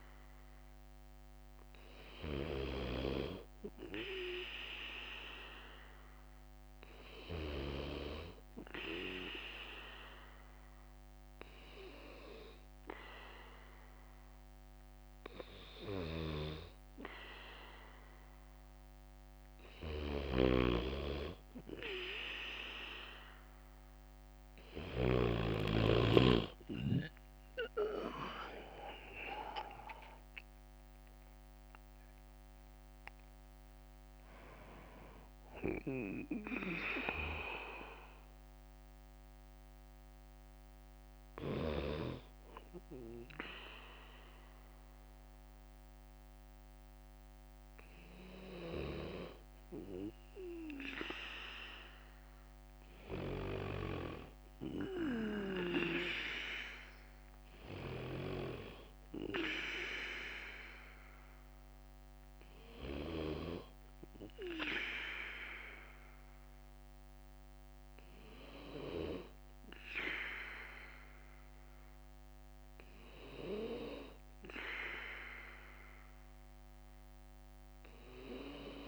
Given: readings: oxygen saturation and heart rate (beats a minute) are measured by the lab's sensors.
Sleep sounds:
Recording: breathing in sleep by a microphone on the trachea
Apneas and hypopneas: 1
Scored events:
0.00-22.00 s: bradycardia (device-marked, heart rate 56 extreme)
6.50-18.50 s: hypopnea (oxygen 94% before, 90% lowest, heart rate 57 before, 58 extreme, up 4 after)
27.50-32.50 s: arousal
30.00-41.00 s: oxygen desaturation (device-marked, oxygen 93% before, 90% lowest, heart rate 59 before, 57 extreme)
31.00-47.00 s: drop in pulse transit time (device-marked, heart rate 60 before, 58 extreme)
41.00-54.00 s: bradycardia (device-marked, heart rate 59 before, 57 extreme)
61.00-78.88 s: bradycardia (device-marked, heart rate 59 before, 52 extreme)
From the record:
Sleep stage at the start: N2 (light sleep)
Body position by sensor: on the back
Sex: male

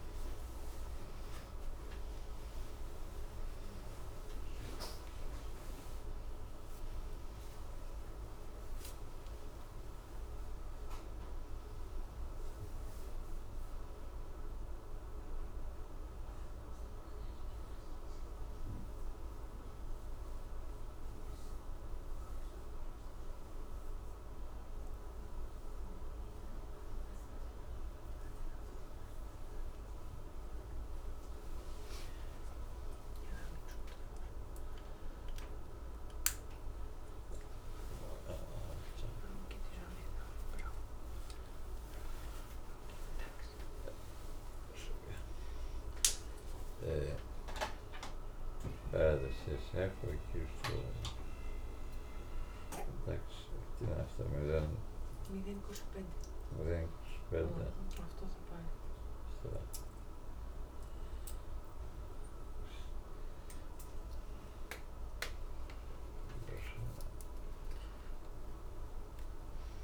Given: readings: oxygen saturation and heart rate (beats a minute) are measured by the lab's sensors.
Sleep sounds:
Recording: a person awake in a sleep study, by a room microphone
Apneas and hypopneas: none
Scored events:
none scored
From the record:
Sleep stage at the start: awake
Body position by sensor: on the back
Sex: male

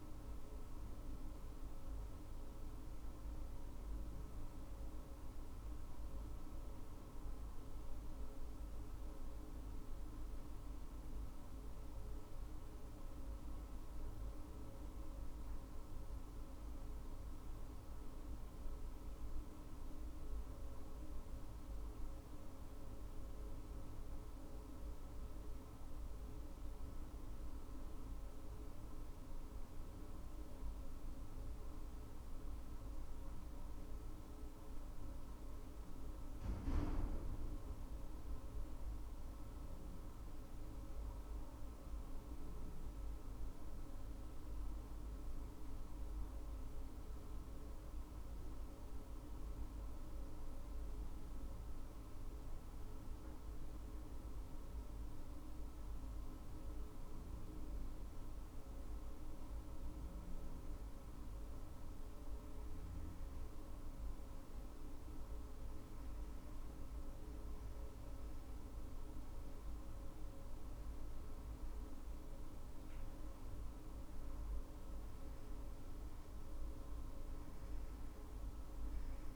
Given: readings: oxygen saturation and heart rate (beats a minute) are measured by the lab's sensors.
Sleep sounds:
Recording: breathing in sleep, hard to hear, by a room microphone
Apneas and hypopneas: none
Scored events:
0.00-1.00 s: arousal
40.50-45.00 s: arousal
From the record:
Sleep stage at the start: N2 (light sleep)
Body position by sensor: on the back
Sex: female

